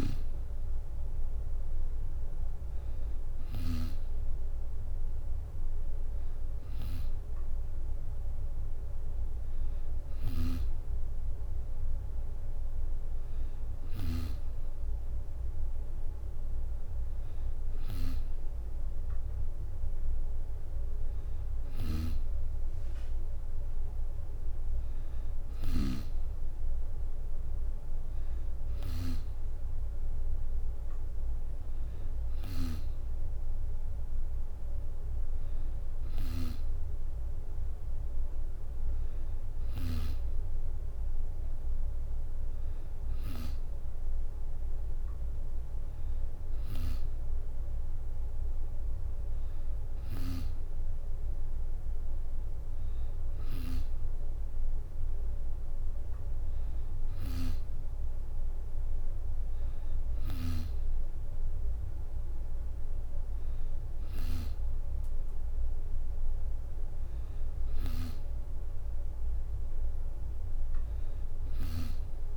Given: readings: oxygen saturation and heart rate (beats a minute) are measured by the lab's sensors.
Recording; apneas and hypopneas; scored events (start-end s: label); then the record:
breathing in sleep by a room microphone; none
0.00-3.50 s: snoring (device-marked)
21.50-25.50 s: snoring (device-marked)
From the record:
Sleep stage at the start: N3 (deep sleep); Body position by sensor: on the back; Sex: female